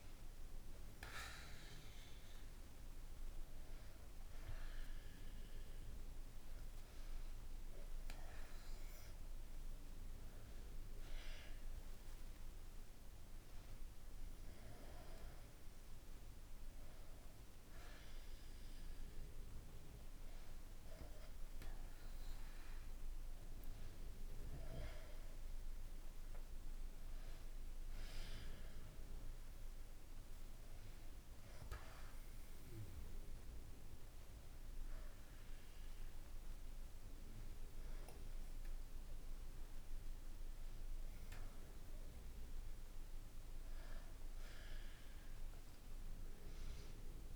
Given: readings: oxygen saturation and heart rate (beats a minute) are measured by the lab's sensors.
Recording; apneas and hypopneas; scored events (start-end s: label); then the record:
breathing in sleep by a room microphone; none
none scored
From the record:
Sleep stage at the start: N1 (lightest sleep); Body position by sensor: on the back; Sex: male